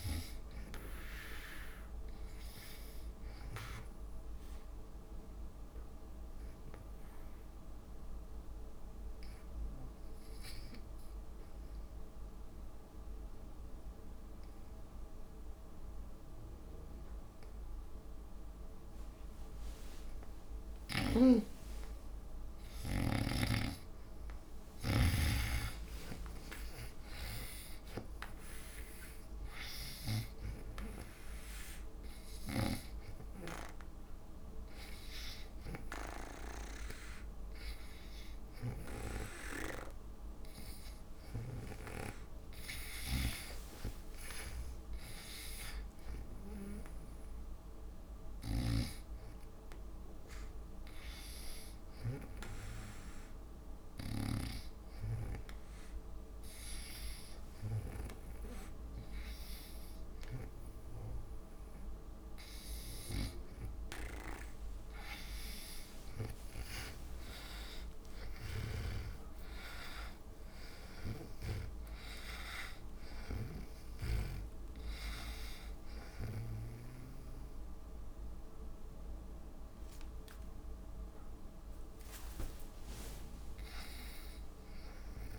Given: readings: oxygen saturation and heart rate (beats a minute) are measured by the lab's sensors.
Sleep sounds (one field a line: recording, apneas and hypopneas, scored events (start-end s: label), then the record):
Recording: breathing in sleep by a room microphone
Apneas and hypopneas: 2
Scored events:
0.00-11.00 s: oxygen desaturation (device-marked, oxygen 88% lowest)
5.00-21.50 s: obstructive apnea (oxygen 96% before, 85% lowest)
24.00-28.00 s: arousal
25.00-41.00 s: oxygen desaturation (device-marked, oxygen 96% before, 85% lowest)
39.00-42.50 s: snoring (device-marked)
48.00-61.50 s: hypopnea (oxygen 96% before, 84% lowest)
63.00-83.00 s: oxygen desaturation (device-marked, oxygen 95% before, 92% lowest)
66.50-70.50 s: arousal
67.50-72.00 s: snoring (device-marked)
From the record:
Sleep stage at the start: N2 (light sleep)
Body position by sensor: on the back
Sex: female